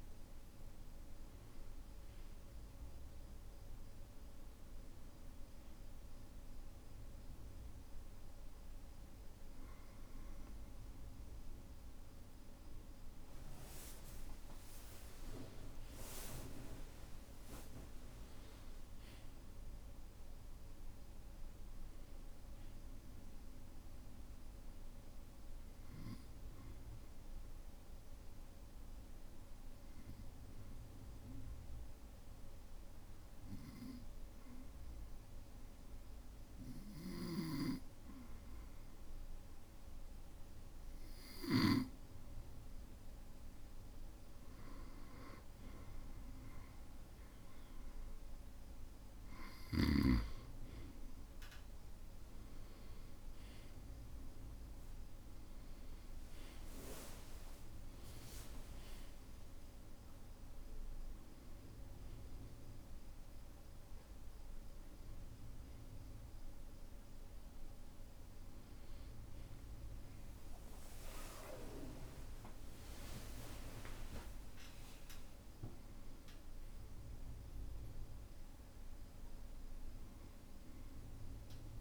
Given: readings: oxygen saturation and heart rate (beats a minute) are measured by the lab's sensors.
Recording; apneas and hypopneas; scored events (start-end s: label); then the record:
breathing in sleep by a room microphone; 1
16.00-20.00 s: arousal
27.50-44.50 s: obstructive apnea (oxygen 98% before, 93% lowest, heart rate 61 before, 57 extreme, up 2 after)
47.50-76.50 s: oxygen desaturation (device-marked, oxygen 98% before, 93% lowest, heart rate 58 before, 56 extreme)
52.00-57.50 s: arousal
From the record:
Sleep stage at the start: N2 (light sleep); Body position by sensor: on the back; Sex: male